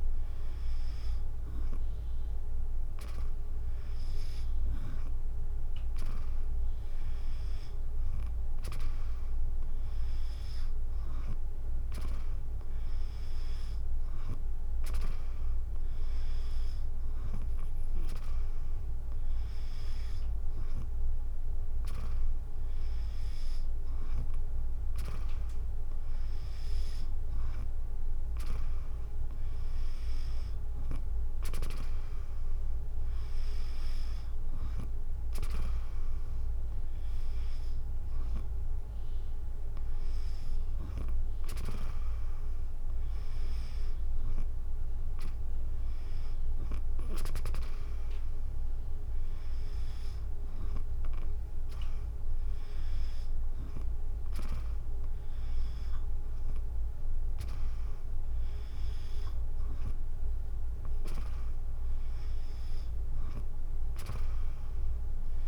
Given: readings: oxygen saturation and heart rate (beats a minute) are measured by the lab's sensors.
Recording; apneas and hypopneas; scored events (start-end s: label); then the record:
breathing in sleep by a room microphone; none
none scored
From the record:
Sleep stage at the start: N2 (light sleep); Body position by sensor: on the back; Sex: female